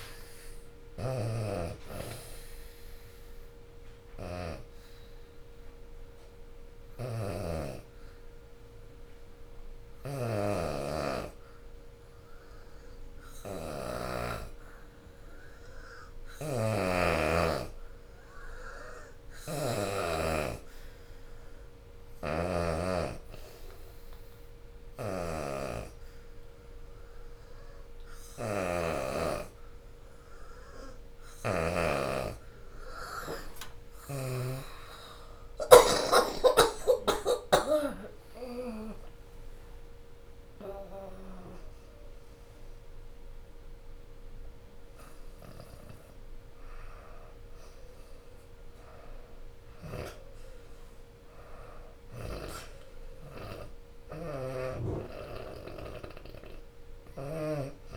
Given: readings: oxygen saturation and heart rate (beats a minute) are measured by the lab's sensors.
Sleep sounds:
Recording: breathing in sleep by a room microphone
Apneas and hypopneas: 1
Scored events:
0.00-1.50 s: arousal
0.00-6.00 s: drop in pulse transit time (device-marked, heart rate 78 extreme)
0.00-14.00 s: oxygen desaturation (device-marked, oxygen 82% lowest, heart rate 70 extreme)
3.50-5.50 s: long interval between heartbeats (device-marked, heart rate 82 before, 83 extreme)
5.50-33.50 s: obstructive apnea (oxygen 87% before, 81% lowest, heart rate 84 before, 70 extreme, up 34 after)
20.00-33.00 s: oxygen desaturation (device-marked, oxygen 91% before, 83% lowest, heart rate 79 before, 70 extreme)
36.00-40.00 s: arousal
38.00-50.00 s: drop in pulse transit time (device-marked, heart rate 78 before, 94 extreme)
39.00-55.00 s: oxygen desaturation (device-marked, oxygen 84% before, 81% lowest, heart rate 79 before, 83 extreme)
From the record:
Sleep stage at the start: N2 (light sleep)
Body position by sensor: on the back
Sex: female

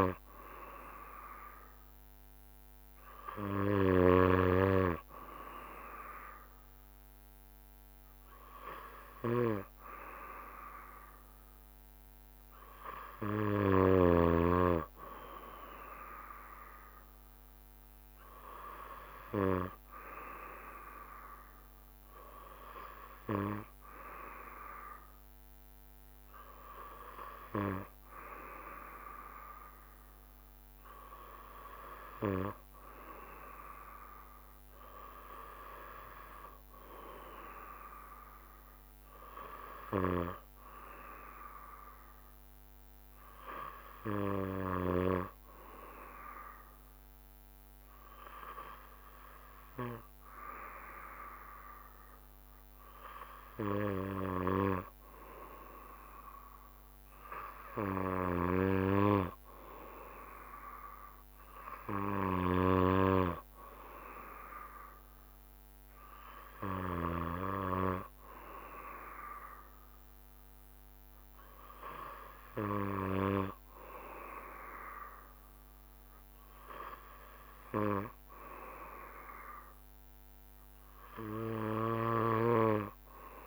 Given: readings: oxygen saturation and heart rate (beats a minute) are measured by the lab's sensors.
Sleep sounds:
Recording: breathing in sleep by a microphone on the trachea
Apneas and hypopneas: none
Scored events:
62.50-67.50 s: snoring (device-marked)
From the record:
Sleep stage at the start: N2 (light sleep)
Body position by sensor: on the back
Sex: male

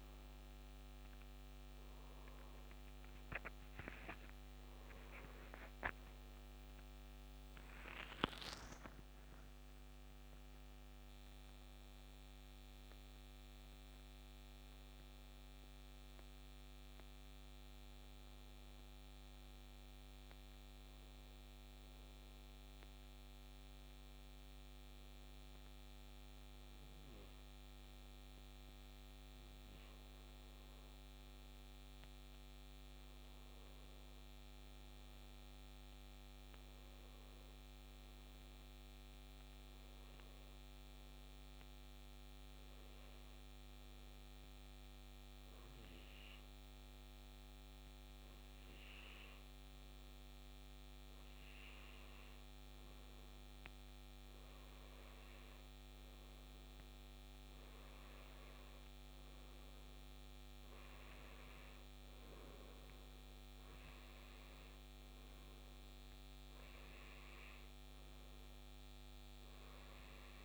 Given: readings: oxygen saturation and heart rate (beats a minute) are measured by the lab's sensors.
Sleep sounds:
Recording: a person partly awake in a sleep study, hard to hear, by a microphone on the trachea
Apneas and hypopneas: 2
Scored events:
15.50-45.50 s: new sleep stage, N1 (lightest sleep)
18.50-29.00 s: hypopnea (oxygen 95% before, 90% lowest, heart rate 75 before, 71 extreme, up 4 after)
30.50-48.50 s: oxygen desaturation (device-marked, oxygen 94% before, 90% lowest, heart rate 74 before, 74 extreme)
33.00-39.00 s: arousal
43.00-53.50 s: hypopnea (oxygen 94% before, 90% lowest, heart rate 73 before, 74 extreme, up 4 after)
45.50-70.45 s: new sleep stage, N2 (light sleep)
55.50-59.00 s: arousal
58.50-65.50 s: oxygen desaturation (device-marked, oxygen 94% before, 90% lowest, heart rate 75 before, 75 extreme)
From the record:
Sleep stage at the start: awake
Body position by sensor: on the back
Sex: male

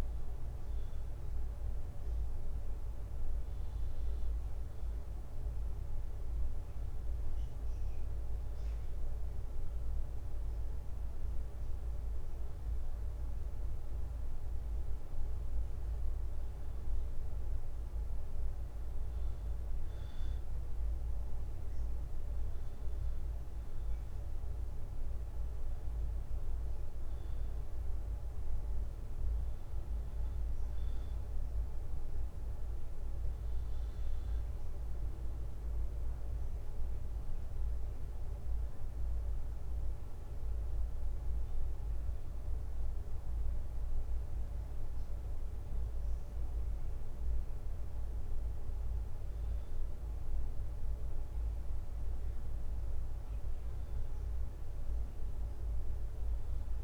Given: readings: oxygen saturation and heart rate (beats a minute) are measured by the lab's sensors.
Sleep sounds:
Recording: breathing in sleep, hard to hear, by a room microphone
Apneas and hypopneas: none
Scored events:
none scored
From the record:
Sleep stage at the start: N2 (light sleep)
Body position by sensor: on the back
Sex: male

